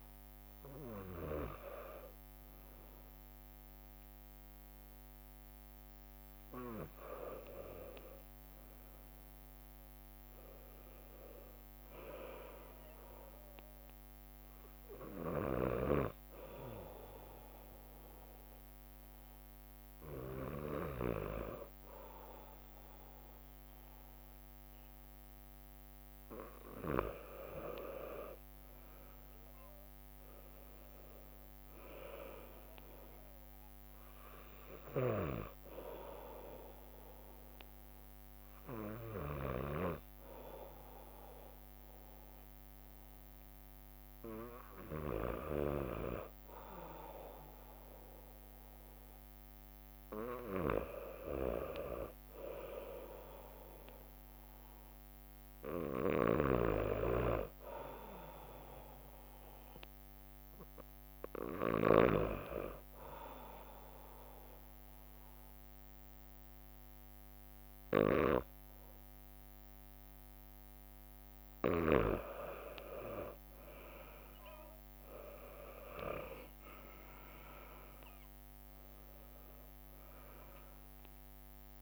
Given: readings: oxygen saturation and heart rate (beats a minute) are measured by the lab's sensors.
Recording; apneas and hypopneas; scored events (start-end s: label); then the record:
breathing in sleep by a microphone on the trachea; 3
0.00-6.50 s: oxygen desaturation (device-marked, oxygen 92% lowest, heart rate 61 extreme)
5.50-23.50 s: drop in pulse transit time (device-marked, heart rate 66 before, 61 extreme)
7.50-12.00 s: leg movement (device-marked)
8.00-10.50 s: arousal
13.50-25.00 s: hypopnea (oxygen 99% before, 93% lowest, heart rate 63 before, 61 extreme, up 3 after)
27.50-31.00 s: arousal
28.00-33.00 s: leg movement (device-marked)
34.00-45.00 s: hypopnea (oxygen 99% before, 92% lowest, heart rate 64 before, 61 extreme, up 2 after)
49.00-53.00 s: arousal
56.00-62.00 s: snoring (device-marked)
60.50-71.00 s: hypopnea (oxygen 97% before, 92% lowest, heart rate 62 before, 61 extreme, up 6 after)
73.00-77.00 s: leg movement (device-marked)
73.00-77.50 s: arousal
76.50-81.82 s: oxygen desaturation (device-marked, oxygen 96% before, 92% lowest, heart rate 63 before, 61 extreme)
77.00-80.50 s: leg movement (device-marked)
From the record:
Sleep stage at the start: N2 (light sleep); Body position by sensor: on the back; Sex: male